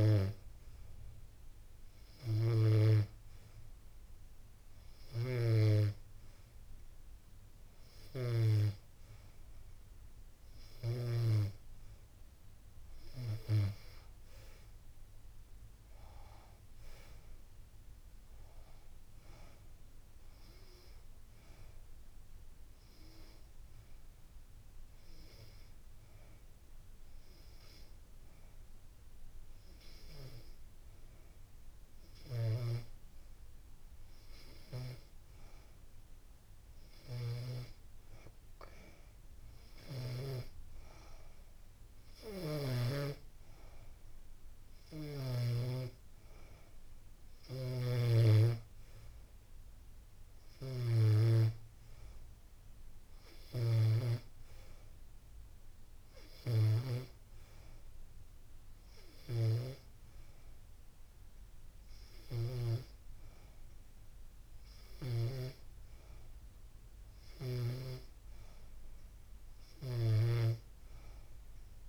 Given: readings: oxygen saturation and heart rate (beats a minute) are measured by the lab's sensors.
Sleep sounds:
breathing in sleep by a room microphone; none
none scored
From the record:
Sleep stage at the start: N2 (light sleep); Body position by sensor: on the back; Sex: female

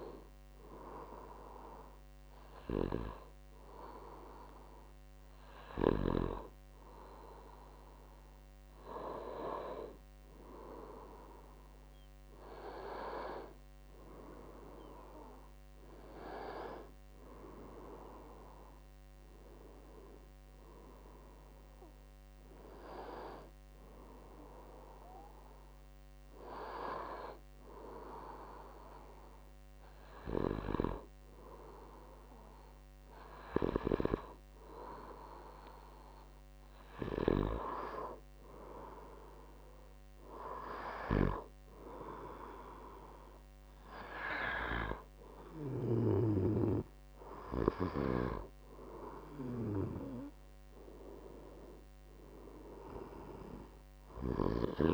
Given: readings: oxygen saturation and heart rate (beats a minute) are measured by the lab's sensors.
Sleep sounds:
breathing in sleep by a microphone on the trachea; none
19.00-34.00 s: oxygen desaturation (device-marked, oxygen 98% before, 95% lowest, heart rate 67 before, 65 extreme)
28.00-54.94 s: new sleep stage, N2 (light sleep)
From the record:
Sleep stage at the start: N1 (lightest sleep); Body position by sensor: on the back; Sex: male

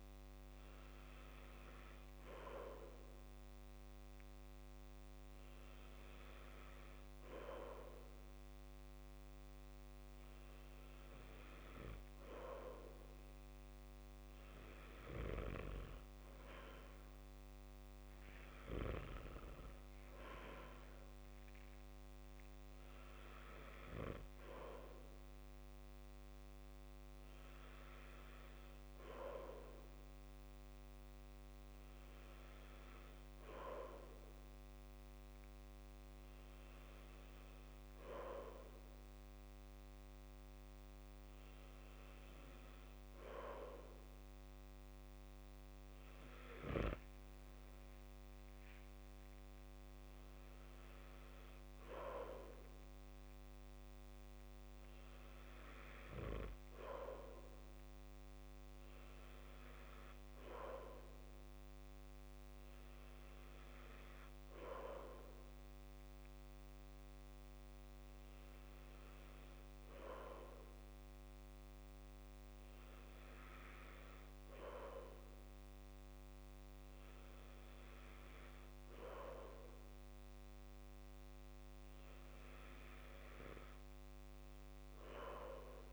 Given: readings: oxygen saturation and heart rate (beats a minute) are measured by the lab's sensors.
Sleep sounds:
breathing in sleep by a microphone on the trachea; none
18.50-20.50 s: long interval between heartbeats (device-marked, heart rate 66 before, 79 extreme)
From the record:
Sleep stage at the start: N2 (light sleep); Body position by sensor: on the back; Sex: male

